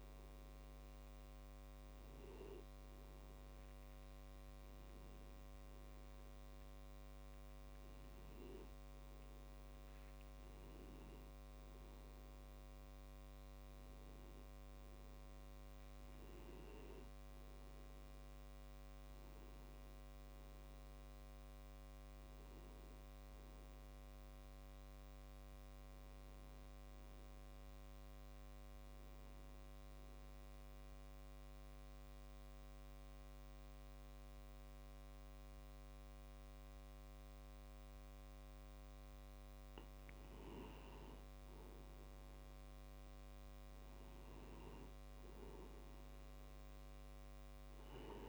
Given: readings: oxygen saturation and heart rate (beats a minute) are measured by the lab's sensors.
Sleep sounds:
breathing in sleep, hard to hear, by a microphone on the trachea; 1
7.50-20.50 s: oxygen desaturation (device-marked, oxygen 96% before, 92% lowest)
23.50-27.50 s: arousal
30.50-40.50 s: obstructive apnea (oxygen 98% before, 92% lowest)
43.00-47.50 s: arousal
From the record:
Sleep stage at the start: N2 (light sleep); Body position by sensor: on the back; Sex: male

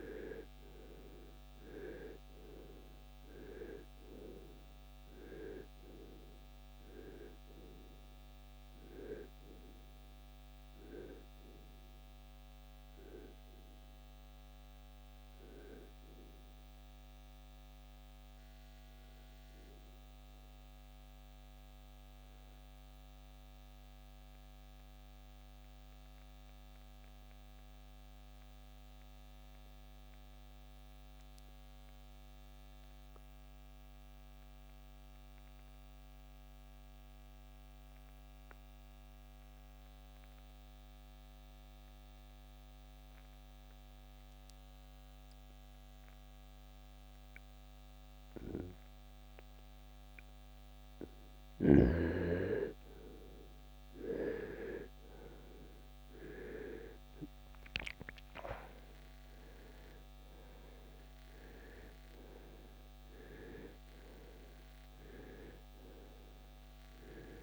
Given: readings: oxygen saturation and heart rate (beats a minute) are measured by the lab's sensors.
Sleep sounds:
breathing in sleep by a microphone on the trachea; 1
14.50-40.50 s: oxygen desaturation (device-marked, oxygen 95% before, 81% lowest, heart rate 72 before, 52 extreme)
20.50-51.00 s: mixed apnea (oxygen 97% before, 81% lowest, heart rate 76 before, 52 extreme, up 19 after)
54.00-60.00 s: arousal
From the record:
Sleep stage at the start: N2 (light sleep); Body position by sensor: on the right side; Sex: male

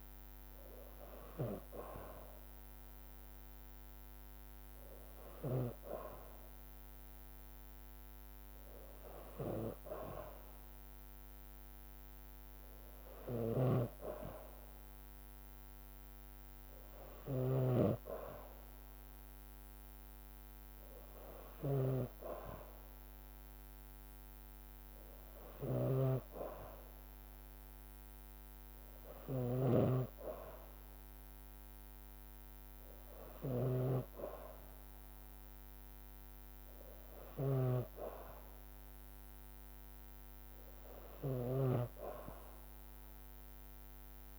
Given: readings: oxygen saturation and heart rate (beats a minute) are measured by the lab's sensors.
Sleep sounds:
breathing in sleep by a microphone on the trachea; none
13.50-34.00 s: snoring (device-marked)
From the record:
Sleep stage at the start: N2 (light sleep); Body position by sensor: on the back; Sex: female

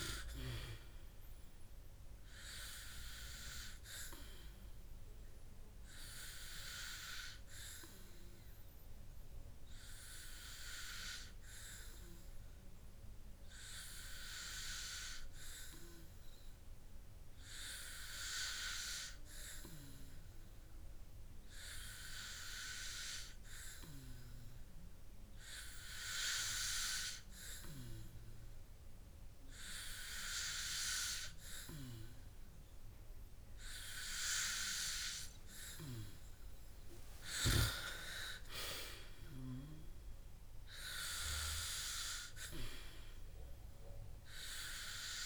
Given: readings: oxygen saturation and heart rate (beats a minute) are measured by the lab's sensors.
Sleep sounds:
breathing in sleep by a room microphone; 1
11.00-31.00 s: hypopnea (oxygen 97% before, 95% lowest, heart rate 64 before, 51 extreme, up 2 after)
35.00-38.50 s: arousal
From the record:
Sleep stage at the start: N2 (light sleep); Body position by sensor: on the back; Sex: male

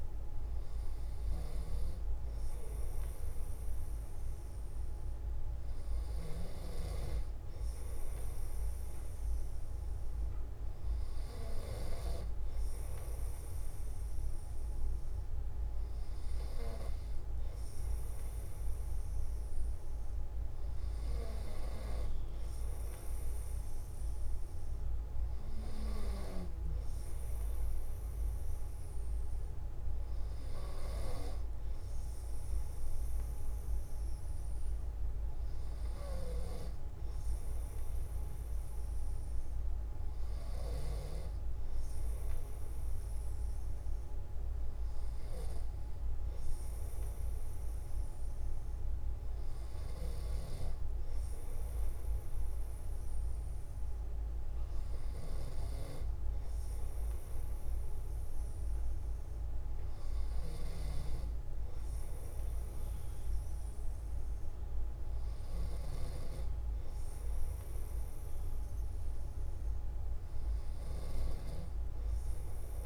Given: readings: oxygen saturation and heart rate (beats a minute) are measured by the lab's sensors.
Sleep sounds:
breathing in sleep by a room microphone; none
none scored
From the record:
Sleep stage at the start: N2 (light sleep); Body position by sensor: on the back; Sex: male

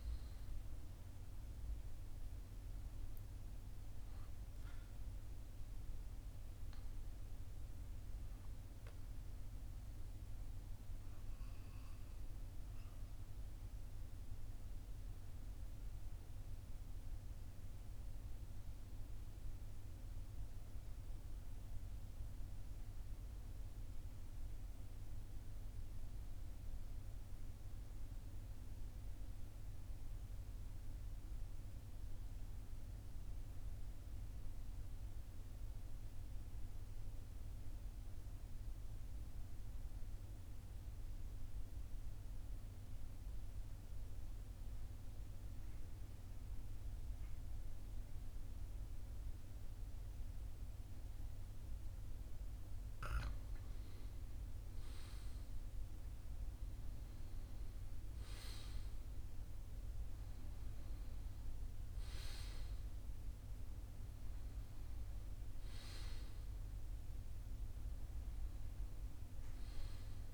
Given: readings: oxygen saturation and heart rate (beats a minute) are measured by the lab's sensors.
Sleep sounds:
breathing in sleep, hard to hear, by a room microphone; 1
10.50-53.50 s: obstructive apnea (oxygen 97% before, 91% lowest, heart rate 44 before, 42 extreme, up 2 after)
41.50-70.34 s: oxygen desaturation (device-marked, oxygen 98% before, 91% lowest, heart rate 42 before, 41 extreme)
55.00-59.50 s: arousal
From the record:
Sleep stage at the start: N2 (light sleep); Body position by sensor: on the right side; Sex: male

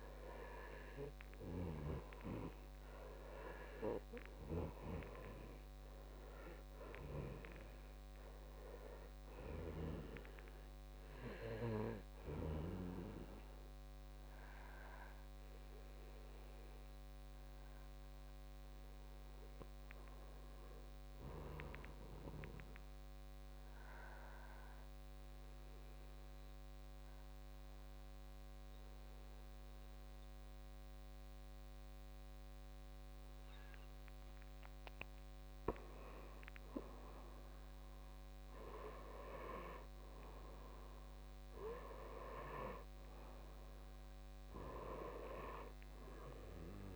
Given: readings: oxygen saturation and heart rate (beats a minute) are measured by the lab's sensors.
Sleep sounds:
breathing in sleep by a microphone on the trachea; 1
0.00-3.00 s: arousal
2.50-22.50 s: oxygen desaturation (device-marked, oxygen 96% before, 92% lowest, heart rate 60 before, 54 extreme)
22.00-34.50 s: obstructive apnea (oxygen 97% before, 85% lowest, heart rate 64 before, 54 extreme, up 10 after)
37.50-42.00 s: arousal
42.50-46.96 s: oxygen desaturation (device-marked, oxygen 96% before, 92% lowest, heart rate 58 before, 53 extreme)
From the record:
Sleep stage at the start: N2 (light sleep); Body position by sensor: on the back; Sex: male

